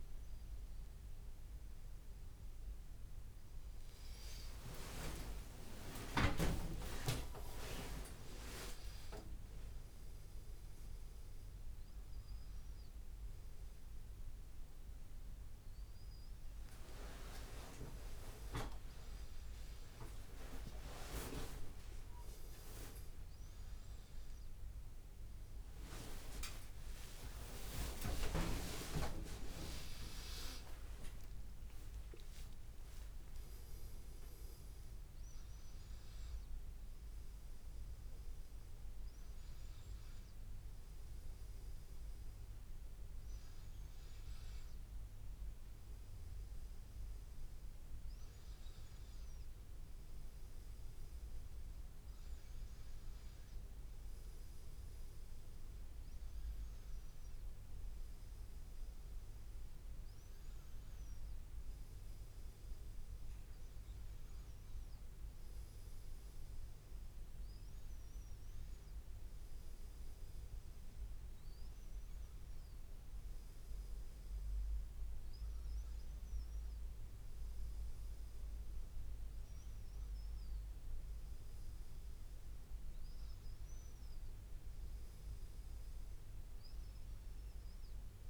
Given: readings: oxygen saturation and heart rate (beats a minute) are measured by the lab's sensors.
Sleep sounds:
breathing in sleep by a room microphone; none
4.50-6.50 s: long interval between heartbeats (device-marked, heart rate 78 before, 83 extreme)
26.50-28.50 s: long interval between heartbeats (device-marked, heart rate 94 before, 101 extreme)
26.50-32.00 s: arousal
64.00-66.00 s: long interval between heartbeats (device-marked, heart rate 81 before, 80 extreme)
From the record:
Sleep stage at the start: N1 (lightest sleep); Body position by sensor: on the back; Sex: male

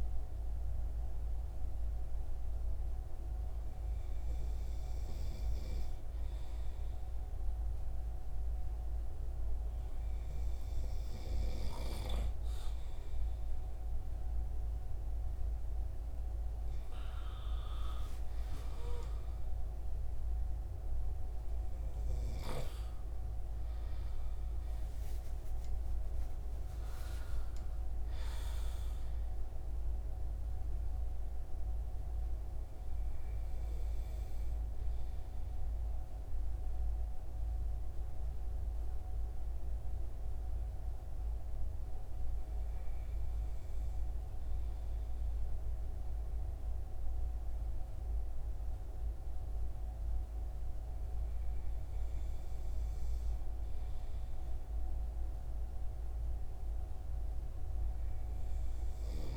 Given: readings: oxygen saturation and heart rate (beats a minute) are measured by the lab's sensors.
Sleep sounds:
breathing in sleep, hard to hear, by a room microphone; 1
24.00-28.00 s: arousal
36.50-52.50 s: hypopnea (oxygen 95% before, 93% lowest)
From the record:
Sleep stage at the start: N2 (light sleep); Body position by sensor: on the front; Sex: male

